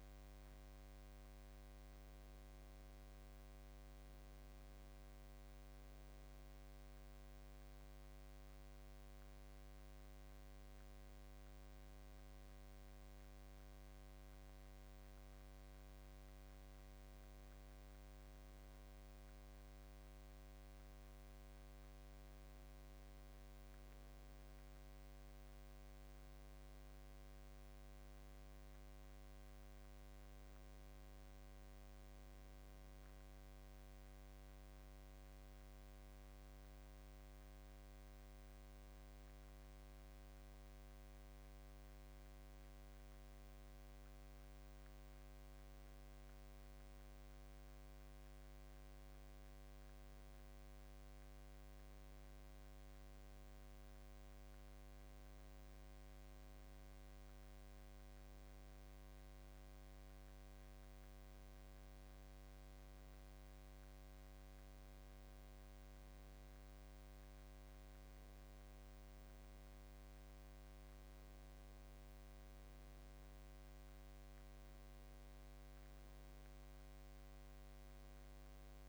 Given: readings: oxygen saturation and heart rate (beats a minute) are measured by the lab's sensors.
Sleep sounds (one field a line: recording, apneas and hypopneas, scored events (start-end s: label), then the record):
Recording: breathing in sleep, hard to hear, by a microphone on the trachea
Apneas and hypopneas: none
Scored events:
43.50-78.88 s: new sleep stage, N1 (lightest sleep)
From the record:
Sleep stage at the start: N2 (light sleep)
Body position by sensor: on the back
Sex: male